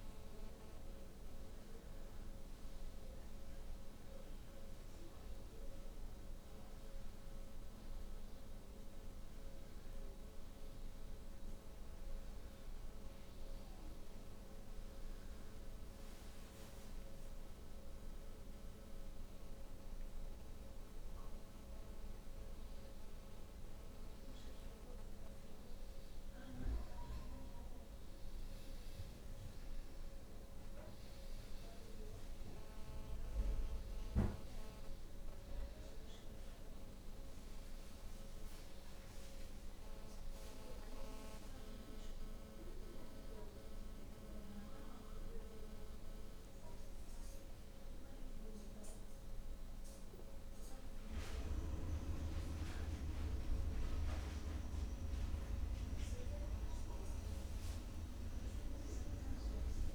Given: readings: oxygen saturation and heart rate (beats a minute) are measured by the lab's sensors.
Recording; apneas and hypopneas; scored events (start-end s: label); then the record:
breathing in sleep by a room microphone; none
none scored
From the record:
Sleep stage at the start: N2 (light sleep); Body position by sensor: on the back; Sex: female